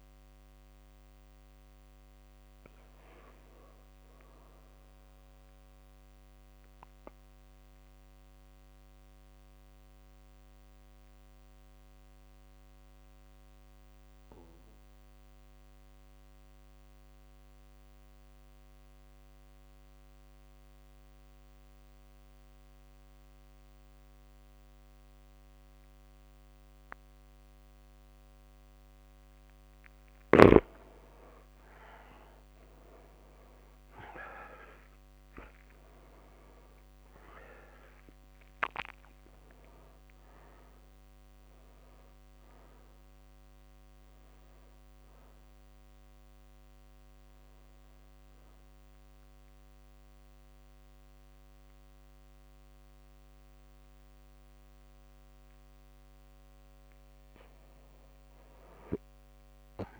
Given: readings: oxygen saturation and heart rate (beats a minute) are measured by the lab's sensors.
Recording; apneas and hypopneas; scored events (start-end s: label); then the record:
breathing in sleep by a microphone on the trachea; 1
6.50-29.50 s: mixed apnea (oxygen 97% before, 89% lowest)
31.50-36.50 s: arousal
38.00-60.00 s: oxygen desaturation (device-marked, oxygen 98% before, 89% lowest)
From the record:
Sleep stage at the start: N2 (light sleep); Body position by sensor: on the back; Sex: male